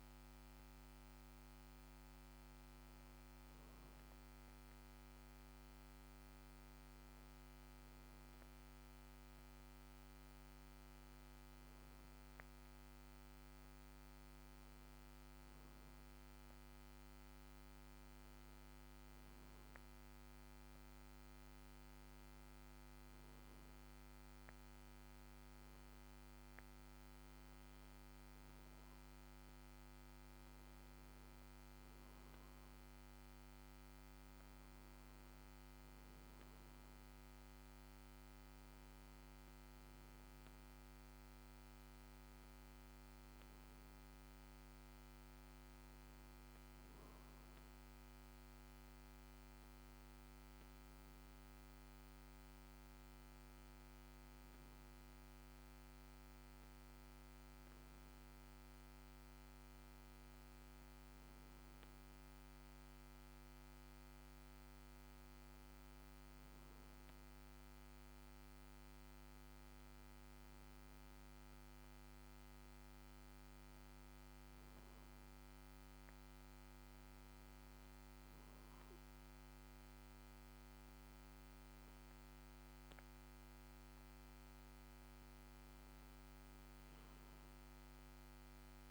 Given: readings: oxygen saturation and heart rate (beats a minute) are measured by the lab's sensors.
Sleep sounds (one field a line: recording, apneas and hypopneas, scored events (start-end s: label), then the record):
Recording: breathing in sleep, hard to hear, by a microphone on the trachea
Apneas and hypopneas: none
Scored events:
none scored
From the record:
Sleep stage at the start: N1 (lightest sleep)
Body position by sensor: on the back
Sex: male